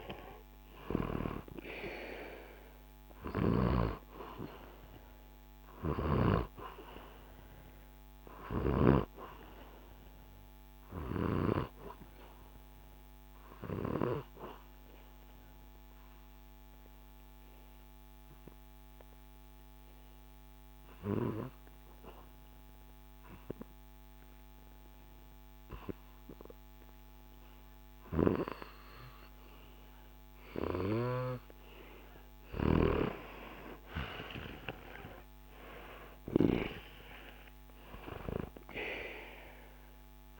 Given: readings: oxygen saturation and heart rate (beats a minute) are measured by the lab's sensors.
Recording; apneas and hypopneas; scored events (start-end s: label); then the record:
breathing in sleep by a microphone on the trachea; 1
0.00-1.00 s: snoring (device-marked)
0.00-22.00 s: oxygen desaturation (device-marked, oxygen 89% lowest, heart rate 64 extreme)
3.00-8.50 s: snoring (device-marked)
15.00-31.50 s: obstructive apnea (oxygen 95% before, 89% lowest, heart rate 67 before, 64 extreme, up 1 after)
33.00-37.00 s: arousal
39.00-40.40 s: oxygen desaturation (device-marked, oxygen 97% before, 89% lowest, heart rate 67 before, 65 extreme)
From the record:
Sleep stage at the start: N2 (light sleep); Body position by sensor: on the back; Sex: male